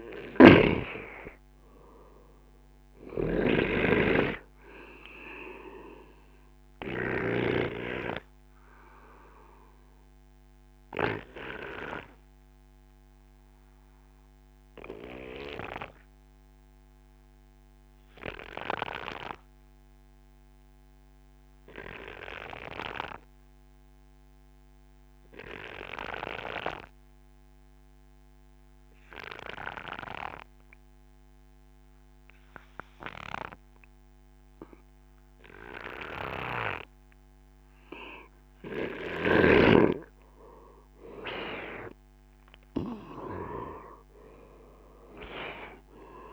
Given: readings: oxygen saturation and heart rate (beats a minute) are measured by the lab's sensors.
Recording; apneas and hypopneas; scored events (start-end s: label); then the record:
breathing in sleep by a microphone on the trachea; 1
0.00-1.00 s: arousal
0.00-6.50 s: oxygen desaturation (device-marked, oxygen 92% lowest, heart rate 53 extreme)
0.00-7.00 s: snoring (device-marked)
5.00-39.50 s: obstructive apnea (oxygen 97% before, 92% lowest, heart rate 66 before, 48 extreme, up 3 after)
38.50-46.33 s: oxygen desaturation (device-marked, oxygen 97% before, 93% lowest, heart rate 66 before, 48 extreme)
42.00-45.00 s: arousal
From the record:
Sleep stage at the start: N2 (light sleep); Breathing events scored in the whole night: 302 in 4.1 hours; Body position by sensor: on the right side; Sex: male